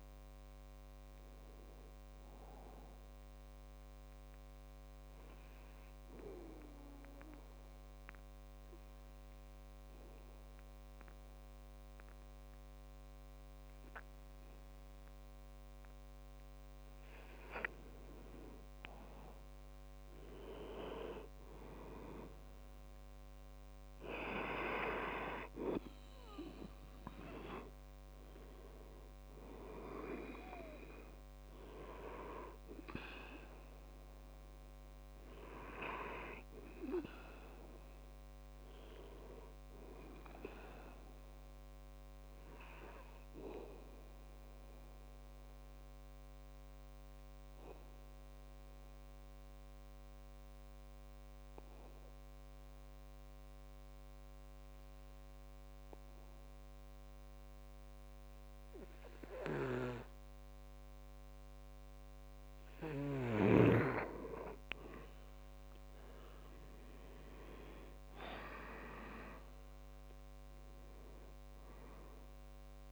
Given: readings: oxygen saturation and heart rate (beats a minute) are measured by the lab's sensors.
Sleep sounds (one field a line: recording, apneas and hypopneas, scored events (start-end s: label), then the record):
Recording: breathing in sleep by a microphone on the trachea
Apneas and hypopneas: 2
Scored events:
0.00-13.50 s: oxygen desaturation (device-marked, oxygen 89% lowest, heart rate 61 extreme)
3.50-17.00 s: obstructive apnea (oxygen 97% before, 89% lowest, heart rate 92 before, 61 extreme, up 3 after)
20.00-23.00 s: arousal
29.50-39.50 s: oxygen desaturation (device-marked, oxygen 98% before, 94% lowest, heart rate 63 before, 60 extreme)
41.50-62.00 s: obstructive apnea (oxygen 99% before, 89% lowest, heart rate 66 before, 60 extreme, up 9 after)
62.50-72.92 s: oxygen desaturation (device-marked, oxygen 98% before, 89% lowest, heart rate 63 before, 66 extreme)
65.00-69.50 s: arousal
From the record:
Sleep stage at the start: N2 (light sleep)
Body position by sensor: on the back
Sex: male